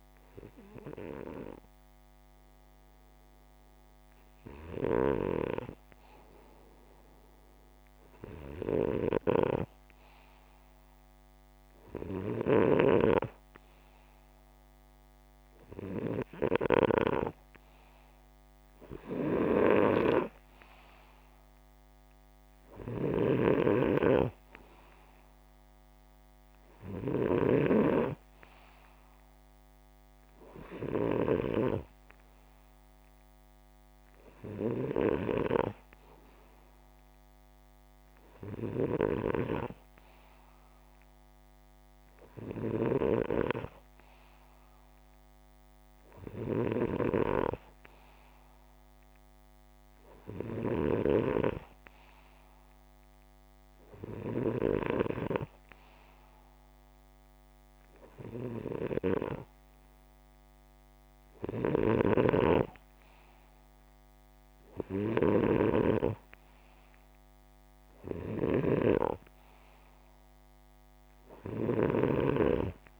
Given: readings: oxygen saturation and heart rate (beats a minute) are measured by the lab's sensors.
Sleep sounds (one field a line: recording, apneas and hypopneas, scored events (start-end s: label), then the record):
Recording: breathing in sleep by a microphone on the trachea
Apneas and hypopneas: none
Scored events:
22.50-27.00 s: snoring (device-marked)
62.50-71.50 s: oxygen desaturation (device-marked, oxygen 92% before, 88% lowest, heart rate 75 before, 59 extreme)
From the record:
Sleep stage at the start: N2 (light sleep)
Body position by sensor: upright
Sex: male